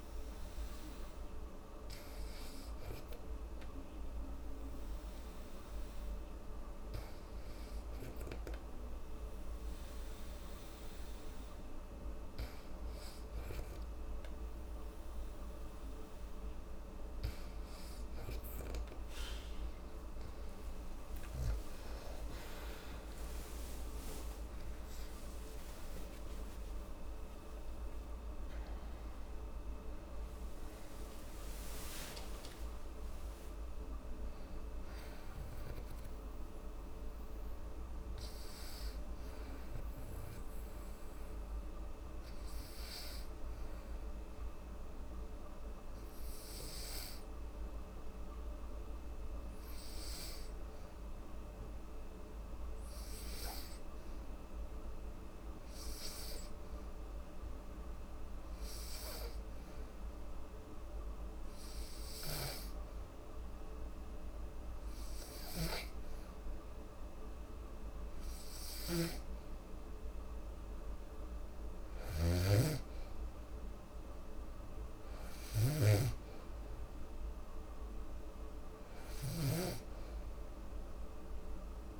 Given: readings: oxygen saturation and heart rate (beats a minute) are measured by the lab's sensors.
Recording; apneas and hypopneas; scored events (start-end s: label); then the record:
breathing in sleep, hard to hear, by a room microphone; 1
21.00-27.00 s: arousal
43.50-66.00 s: hypopnea (oxygen 96% before, 92% lowest, heart rate 77 before, 67 extreme, up 2 after)
61.00-82.00 s: oxygen desaturation (device-marked, oxygen 98% before, 92% lowest, heart rate 69 before, 69 extreme)
67.50-71.00 s: arousal
From the record:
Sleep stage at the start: N2 (light sleep); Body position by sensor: on the back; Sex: female